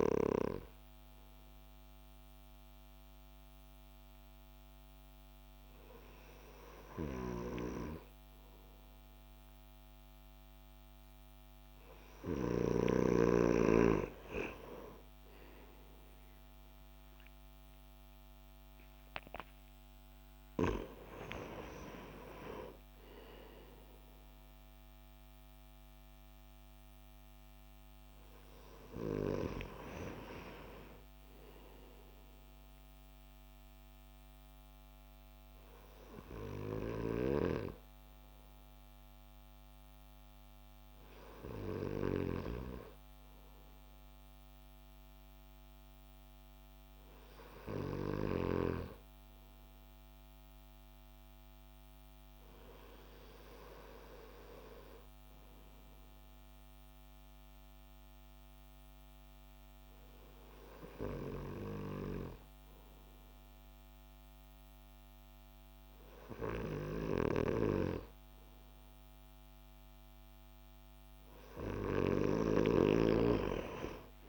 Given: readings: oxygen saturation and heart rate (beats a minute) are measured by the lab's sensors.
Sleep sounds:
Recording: breathing in sleep by a microphone on the trachea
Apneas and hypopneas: 1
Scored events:
15.50-20.00 s: arousal
34.00-69.50 s: hypopnea (oxygen 96% before, 95% lowest)
From the record:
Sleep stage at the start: N2 (light sleep)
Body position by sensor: on the left side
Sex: male

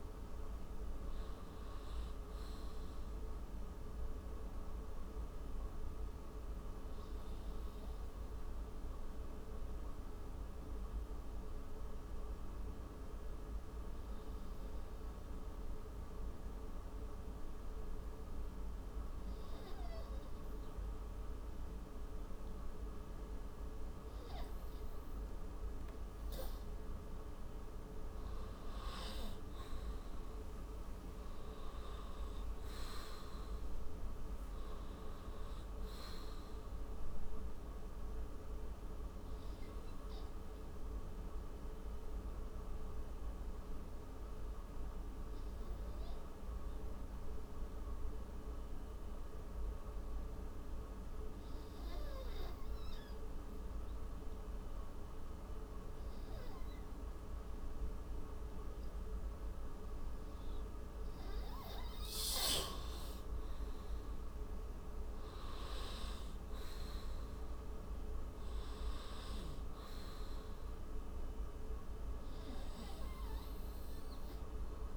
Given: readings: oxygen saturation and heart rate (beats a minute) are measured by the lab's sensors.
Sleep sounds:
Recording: breathing in sleep, hard to hear, by a room microphone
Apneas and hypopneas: 2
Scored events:
0.00-7.00 s: oxygen desaturation (device-marked, oxygen 93% lowest)
7.50-21.50 s: hypopnea (oxygen 98% before, 90% lowest)
22.50-25.00 s: arousal
30.50-34.00 s: arousal
31.00-58.00 s: oxygen desaturation (device-marked, oxygen 100% before, 90% lowest)
40.00-55.50 s: hypopnea (oxygen 100% before, 90% lowest)
57.00-59.00 s: arousal
66.00-74.97 s: oxygen desaturation (device-marked, oxygen 98% before, 91% lowest)
From the record:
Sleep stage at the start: N2 (light sleep)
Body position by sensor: on the right side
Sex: male

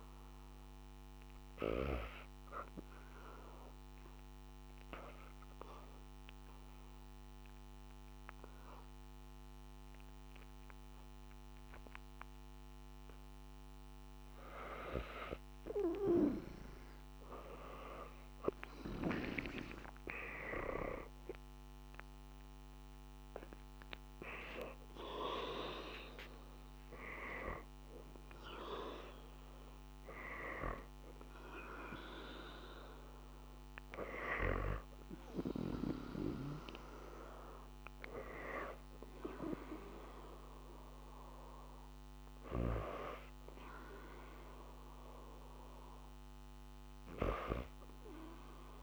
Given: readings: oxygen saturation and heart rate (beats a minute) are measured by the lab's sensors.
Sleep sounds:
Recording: breathing in sleep by a microphone on the trachea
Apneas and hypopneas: 1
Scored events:
0.00-6.00 s: oxygen desaturation (device-marked, oxygen 85% lowest, heart rate 76 extreme)
4.00-14.00 s: obstructive apnea (oxygen 94% before, 84% lowest, heart rate 87 before, 76 extreme, up 1 after)
15.50-18.50 s: arousal
21.00-25.00 s: oxygen desaturation (device-marked, oxygen 99% before, 94% lowest, heart rate 80 before, 81 extreme)
30.00-45.00 s: oxygen desaturation (device-marked, oxygen 97% before, 84% lowest, heart rate 81 before, 77 extreme)
From the record:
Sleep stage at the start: N2 (light sleep)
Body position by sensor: on the back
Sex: female

